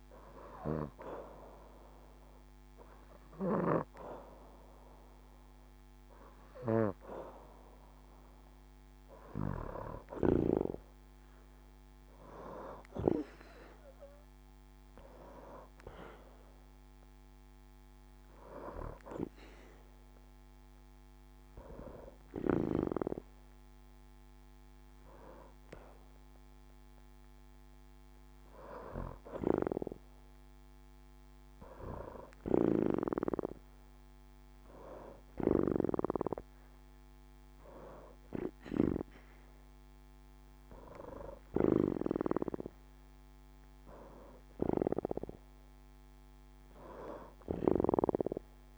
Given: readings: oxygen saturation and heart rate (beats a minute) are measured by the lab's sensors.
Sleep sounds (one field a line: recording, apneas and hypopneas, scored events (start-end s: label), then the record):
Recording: breathing in sleep by a microphone on the trachea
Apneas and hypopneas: none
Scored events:
0.00-14.50 s: oxygen desaturation (device-marked, oxygen 88% lowest, heart rate 68 extreme)
From the record:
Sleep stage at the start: N2 (light sleep)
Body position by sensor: on the back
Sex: female